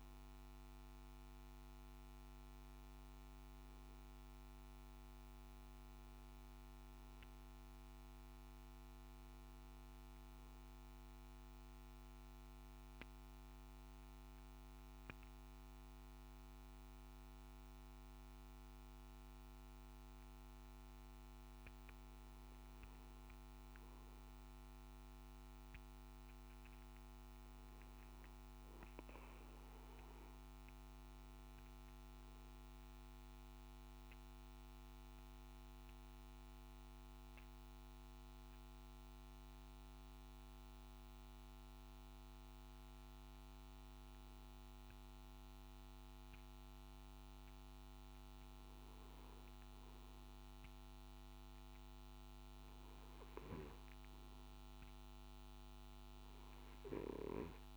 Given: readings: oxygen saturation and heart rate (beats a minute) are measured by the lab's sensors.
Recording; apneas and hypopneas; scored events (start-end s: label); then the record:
breathing in sleep, hard to hear, by a microphone on the trachea; 2
12.00-23.00 s: central apnea (oxygen 96% before, 94% lowest, heart rate 63 before, 53 extreme, up 2 after)
32.00-43.00 s: oxygen desaturation (device-marked, oxygen 98% before, 95% lowest, heart rate 58 before, 53 extreme)
36.00-49.50 s: hypopnea (oxygen 99% before, 95% lowest, heart rate 57 before, 53 extreme, up 5 after)
From the record:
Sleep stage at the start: N1 (lightest sleep); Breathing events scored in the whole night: 225 in 4.0 hours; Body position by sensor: on the back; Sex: male